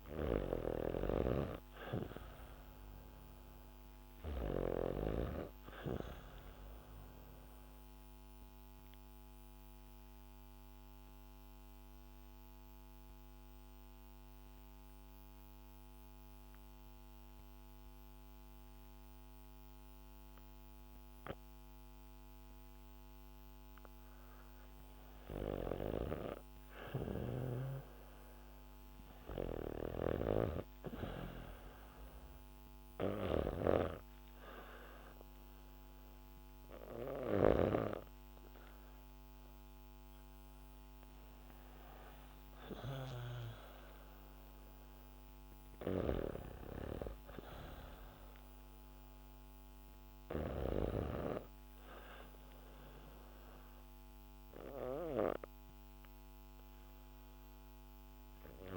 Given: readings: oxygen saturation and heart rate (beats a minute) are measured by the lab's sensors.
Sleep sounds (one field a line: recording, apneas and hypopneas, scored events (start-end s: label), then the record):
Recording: breathing in sleep by a microphone on the trachea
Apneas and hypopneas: 1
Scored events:
0.00-4.50 s: snoring (device-marked)
0.00-7.00 s: oxygen desaturation (device-marked, oxygen 95% lowest, heart rate 65 extreme)
6.00-25.00 s: obstructive apnea (oxygen 99% before, 93% lowest, heart rate 71 before, 65 extreme, up 4 after)
27.50-32.00 s: arousal
29.50-37.50 s: snoring (device-marked)
33.00-50.00 s: oxygen desaturation (device-marked, oxygen 98% before, 93% lowest, heart rate 68 before, 68 extreme)
45.50-50.50 s: snoring (device-marked)
From the record:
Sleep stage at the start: REM sleep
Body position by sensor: on the back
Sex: female